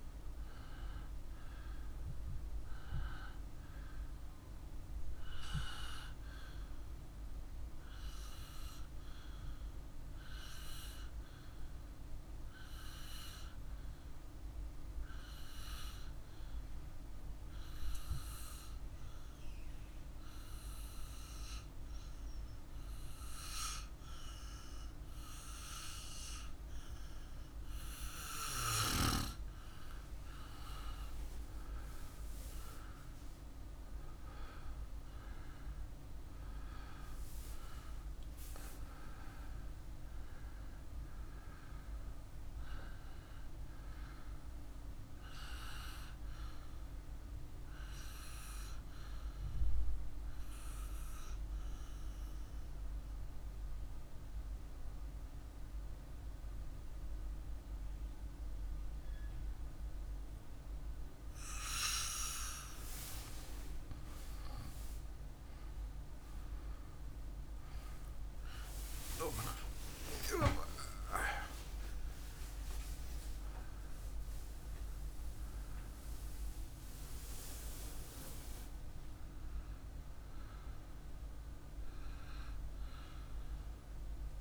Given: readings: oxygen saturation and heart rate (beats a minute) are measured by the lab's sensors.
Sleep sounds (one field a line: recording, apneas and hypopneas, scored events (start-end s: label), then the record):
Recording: breathing in sleep by a room microphone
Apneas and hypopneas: 2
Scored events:
0.00-7.50 s: oxygen desaturation (device-marked, oxygen 94% lowest, heart rate 50 extreme)
8.00-28.00 s: obstructive apnea (oxygen 99% before, 92% lowest, heart rate 55 before, 50 extreme, up 4 after)
13.50-84.41 s: new sleep stage, REM sleep
29.50-47.50 s: oxygen desaturation (device-marked, oxygen 97% before, 93% lowest, heart rate 54 before, 52 extreme)
30.50-35.00 s: arousal
48.00-64.00 s: obstructive apnea (oxygen 98% before, 92% lowest, heart rate 54 before, 53 extreme, up 48 after)
66.00-71.50 s: arousal
74.50-78.50 s: oxygen desaturation (device-marked, oxygen 97% before, 92% lowest, heart rate 65 before, 53 extreme)
From the record:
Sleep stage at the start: N2 (light sleep)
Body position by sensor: on the back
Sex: male